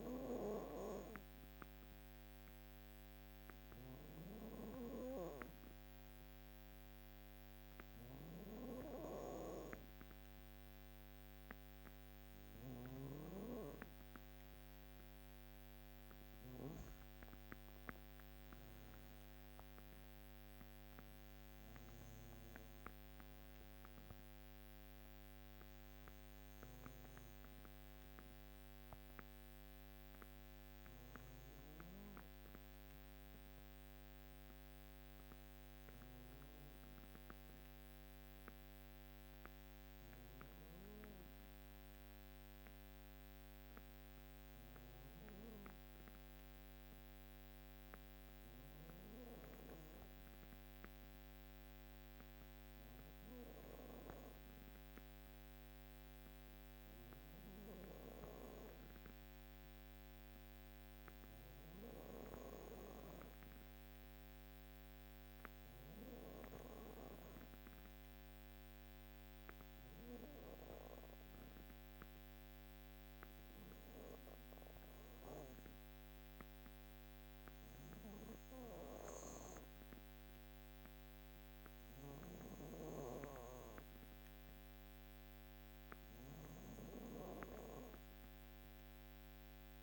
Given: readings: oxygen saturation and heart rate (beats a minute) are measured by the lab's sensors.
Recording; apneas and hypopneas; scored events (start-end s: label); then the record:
breathing in sleep by a microphone on the trachea; 1
0.00-2.00 s: oxygen desaturation (device-marked, oxygen 92% lowest, heart rate 55 extreme)
0.00-16.50 s: snoring (device-marked)
45.50-76.50 s: hypopnea (oxygen 97% before, 94% lowest, heart rate 58 before, 56 extreme, up 0 after)
78.00-81.50 s: arousal
81.50-86.00 s: snoring (device-marked)
From the record:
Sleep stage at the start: N2 (light sleep); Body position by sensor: on the back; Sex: female